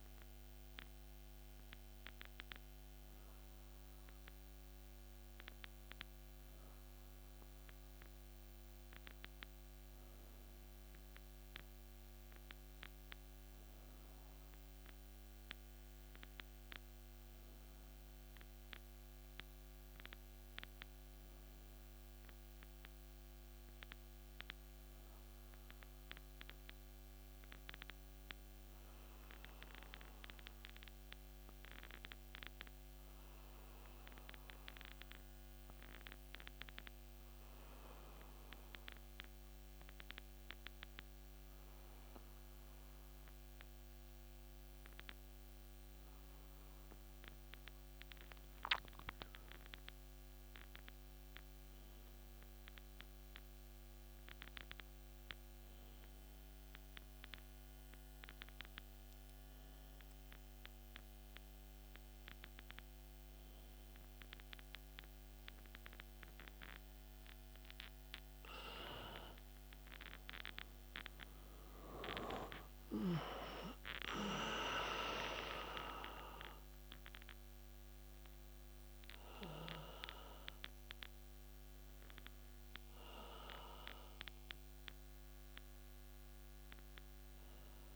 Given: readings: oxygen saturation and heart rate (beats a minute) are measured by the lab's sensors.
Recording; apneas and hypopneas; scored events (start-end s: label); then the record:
breathing in sleep by a microphone on the trachea; 1
32.50-51.00 s: hypopnea (oxygen 97% before, 95% lowest)
53.00-57.50 s: arousal
From the record:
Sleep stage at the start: N2 (light sleep); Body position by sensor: on the back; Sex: male